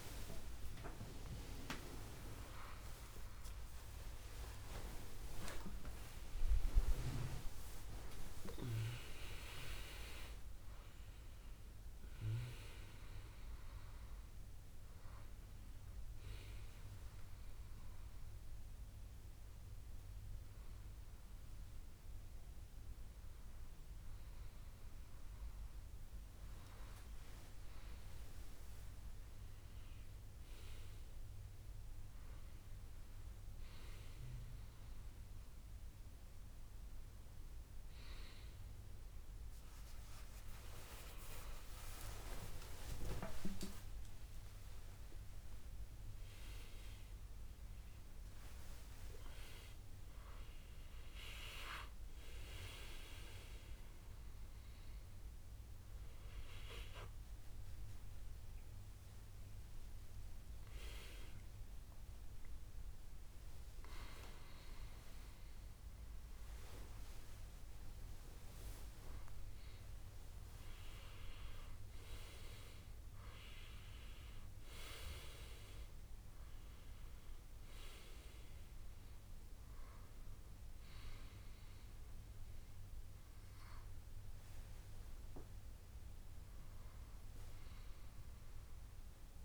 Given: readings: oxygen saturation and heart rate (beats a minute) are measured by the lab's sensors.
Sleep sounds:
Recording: a person partly awake in a sleep study, by a room microphone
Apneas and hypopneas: 1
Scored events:
0.00-5.00 s: arousal
0.00-6.00 s: oxygen desaturation (device-marked, oxygen 89% lowest, heart rate 70 extreme)
18.00-29.00 s: hypopnea (oxygen 98% before, 96% lowest, heart rate 85 before, 69 extreme, up 7 after)
22.00-52.00 s: new sleep stage, N1 (lightest sleep)
22.50-24.50 s: long interval between heartbeats (device-marked, heart rate 83 before, 70 extreme)
43.00-45.00 s: long interval between heartbeats (device-marked, heart rate 73 before, 82 extreme)
52.00-82.00 s: new sleep stage, awake
82.00-89.45 s: new sleep stage, N1 (lightest sleep)
From the record:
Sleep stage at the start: N2 (light sleep)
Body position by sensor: on the back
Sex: male

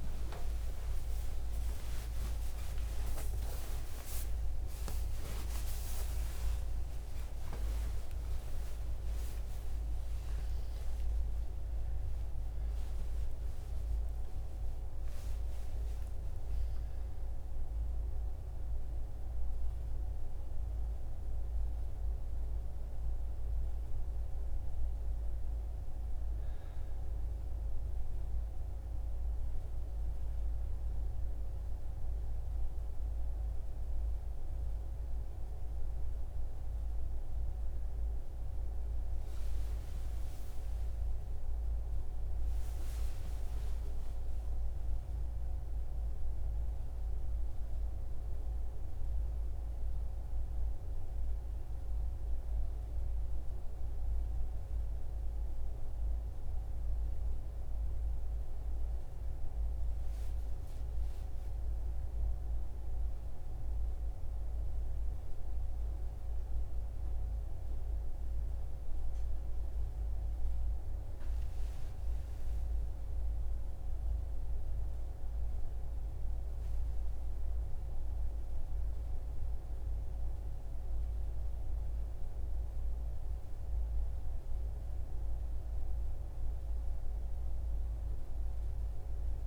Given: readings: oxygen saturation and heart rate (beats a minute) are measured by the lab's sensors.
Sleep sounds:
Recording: a person partly awake in a sleep study, hard to hear, by a room microphone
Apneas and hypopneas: none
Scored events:
11.50-71.50 s: new sleep stage, N1 (lightest sleep)
39.50-44.00 s: arousal
71.50-75.50 s: arousal
71.50-89.47 s: new sleep stage, N2 (light sleep)
From the record:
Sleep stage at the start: awake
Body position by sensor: on the right side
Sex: male

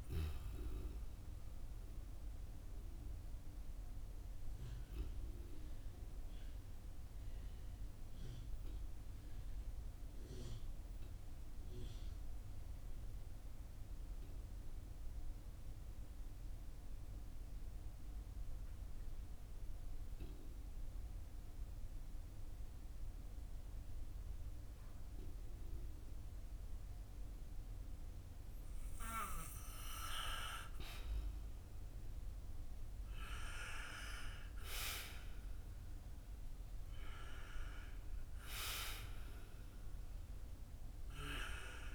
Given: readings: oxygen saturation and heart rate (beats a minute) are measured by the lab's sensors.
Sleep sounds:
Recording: breathing in sleep by a room microphone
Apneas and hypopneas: 1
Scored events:
1.00-28.50 s: obstructive apnea (oxygen 96% before, 91% lowest, heart rate 56 before, 38 extreme, up 8 after)
5.00-22.00 s: oxygen desaturation (device-marked, oxygen 94% before, 91% lowest, heart rate 55 before, 44 extreme)
36.50-41.95 s: arousal
From the record:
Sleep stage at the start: N2 (light sleep)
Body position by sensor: on the back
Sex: male

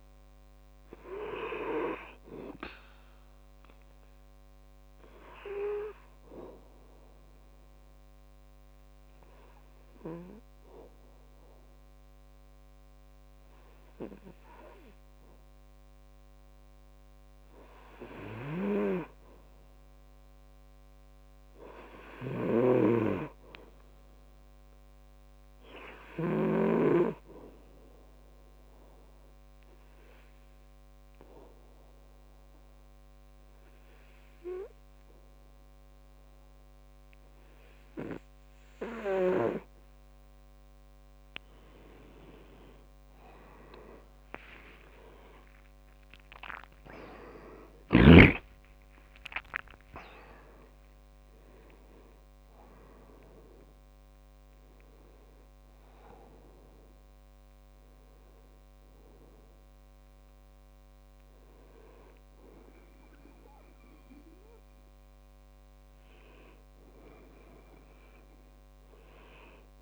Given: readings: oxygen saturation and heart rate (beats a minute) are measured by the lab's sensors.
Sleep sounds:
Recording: breathing in sleep by a microphone on the trachea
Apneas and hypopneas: 2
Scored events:
0.00-16.50 s: oxygen desaturation (device-marked, oxygen 90% lowest, heart rate 63 extreme)
3.50-16.00 s: obstructive apnea (oxygen 97% before, 90% lowest, heart rate 68 before, 63 extreme, up 3 after)
18.50-22.50 s: arousal
29.00-41.50 s: obstructive apnea (oxygen 98% before, 91% lowest, heart rate 66 before, 64 extreme, up 13 after)
31.50-69.82 s: oxygen desaturation (device-marked, oxygen 98% before, 91% lowest, heart rate 66 before, 61 extreme)
44.50-49.50 s: arousal
From the record:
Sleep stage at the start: N2 (light sleep)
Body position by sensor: on the back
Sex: male

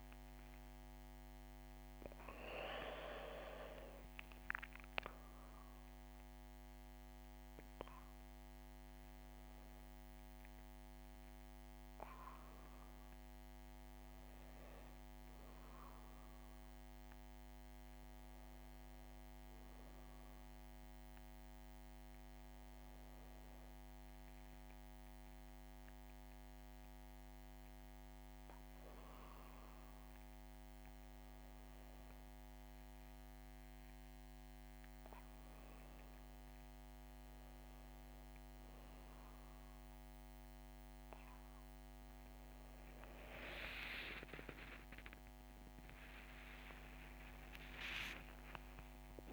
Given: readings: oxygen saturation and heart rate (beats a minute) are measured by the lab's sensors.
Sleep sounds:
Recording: a person awake in a sleep study, by a microphone on the trachea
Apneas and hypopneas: none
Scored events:
none scored
From the record:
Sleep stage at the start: awake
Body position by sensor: on the back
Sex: female

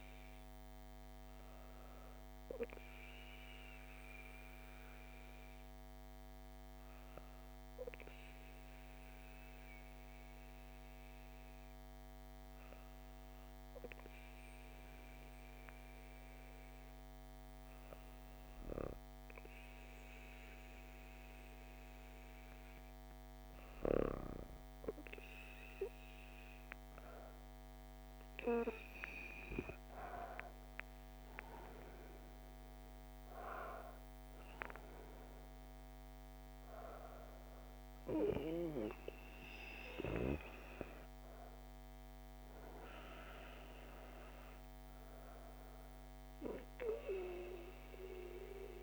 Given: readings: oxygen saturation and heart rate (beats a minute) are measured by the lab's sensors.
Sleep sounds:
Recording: breathing in sleep by a microphone on the trachea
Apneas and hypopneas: 1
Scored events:
2.50-19.50 s: hypopnea (oxygen 98% before, 96% lowest, heart rate 91 before, 52 extreme)
28.00-33.00 s: arousal
From the record:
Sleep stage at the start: N2 (light sleep)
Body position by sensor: on the back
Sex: female

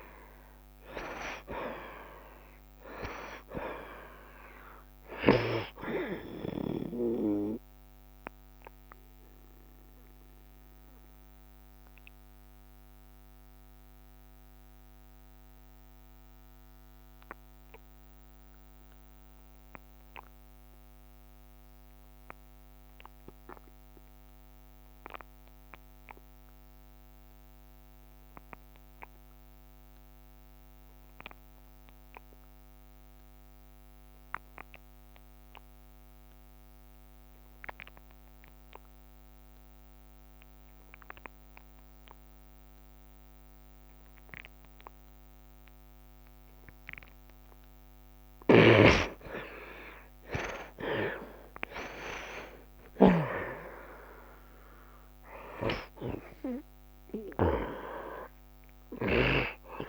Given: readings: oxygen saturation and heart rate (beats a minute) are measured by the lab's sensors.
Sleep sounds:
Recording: breathing in sleep by a microphone on the trachea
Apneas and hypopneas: 1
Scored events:
0.00-27.50 s: oxygen desaturation (device-marked, oxygen 58% lowest, heart rate 66 extreme)
8.50-47.50 s: obstructive apnea (oxygen 66% before, 55% lowest, heart rate 71 before, 67 extreme, up 12 after)
29.50-59.89 s: oxygen desaturation (device-marked, oxygen 86% before, 55% lowest, heart rate 70 before, 66 extreme)
31.50-33.50 s: long interval between heartbeats (device-marked, heart rate 69 before, 76 extreme)
49.00-59.89 s: snoring (device-marked)
49.50-53.00 s: arousal
53.50-55.50 s: long interval between heartbeats (device-marked, heart rate 71 before, 81 extreme)
From the record:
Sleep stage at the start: N2 (light sleep)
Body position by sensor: on the right side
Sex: male

